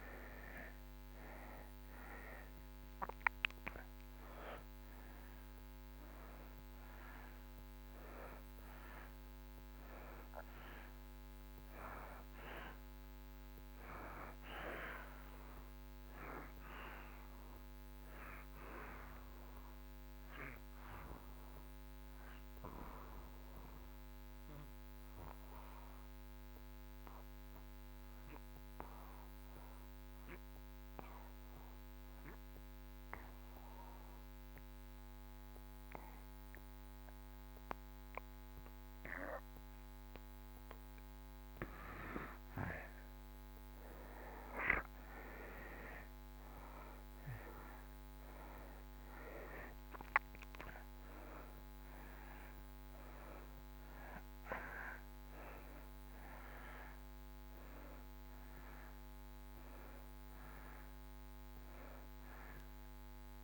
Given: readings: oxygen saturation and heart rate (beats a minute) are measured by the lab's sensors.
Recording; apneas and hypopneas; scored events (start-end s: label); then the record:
breathing in sleep by a microphone on the trachea; 1
0.00-4.50 s: arousal
5.00-30.00 s: oxygen desaturation (device-marked, oxygen 95% before, 86% lowest)
24.00-41.00 s: obstructive apnea (oxygen 95% before, 78% lowest)
42.50-47.00 s: arousal
45.00-63.44 s: oxygen desaturation (device-marked, oxygen 95% before, 78% lowest)
From the record:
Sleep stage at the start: N2 (light sleep); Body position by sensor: on the back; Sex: male